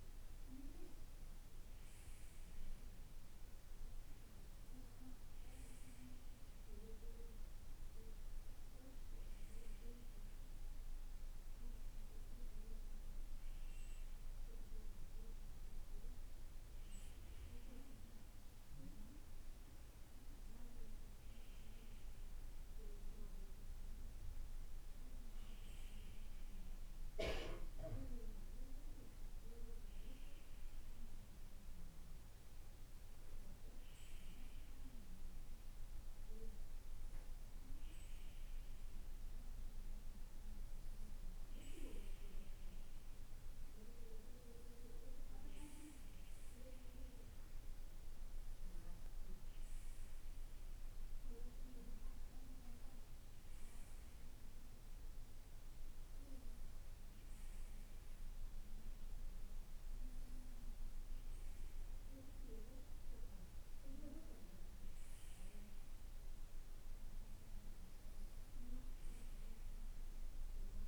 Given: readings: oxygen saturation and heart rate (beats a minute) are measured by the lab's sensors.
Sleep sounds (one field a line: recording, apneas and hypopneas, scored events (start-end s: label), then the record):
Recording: breathing in sleep by a room microphone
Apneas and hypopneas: none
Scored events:
none scored
From the record:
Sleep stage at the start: N2 (light sleep)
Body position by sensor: on the right side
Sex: male